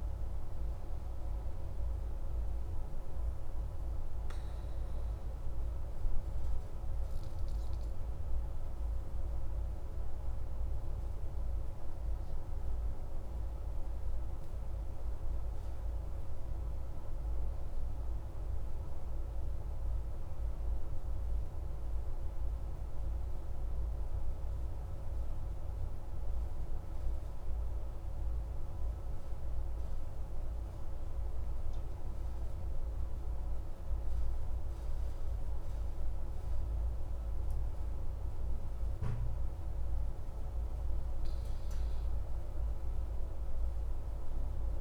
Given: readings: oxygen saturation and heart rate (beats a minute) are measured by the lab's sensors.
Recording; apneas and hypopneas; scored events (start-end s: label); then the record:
breathing in sleep, hard to hear, by a room microphone; 1
0.00-2.50 s: oxygen desaturation (device-marked, oxygen 93% lowest)
13.00-17.50 s: arousal
21.50-40.00 s: central apnea (oxygen 97% before, 93% lowest)
42.00-44.81 s: arousal
42.50-44.81 s: oxygen desaturation (device-marked, oxygen 96% before, 93% lowest)
From the record:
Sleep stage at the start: N2 (light sleep); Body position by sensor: on the back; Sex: male